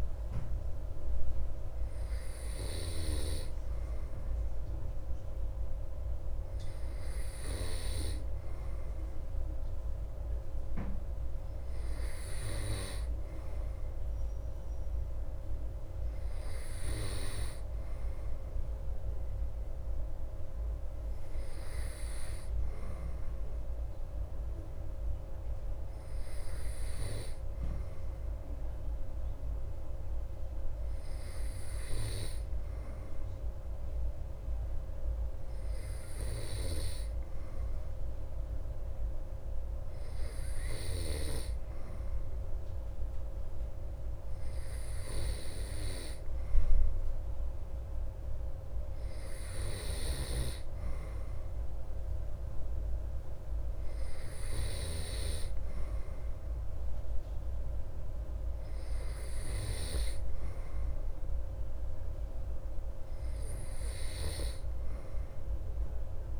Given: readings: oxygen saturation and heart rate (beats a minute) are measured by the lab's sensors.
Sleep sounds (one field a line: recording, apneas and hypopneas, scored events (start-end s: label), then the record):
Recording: breathing in sleep by a room microphone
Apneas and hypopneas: none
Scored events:
none scored
From the record:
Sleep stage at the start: N2 (light sleep)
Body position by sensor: on the back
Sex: male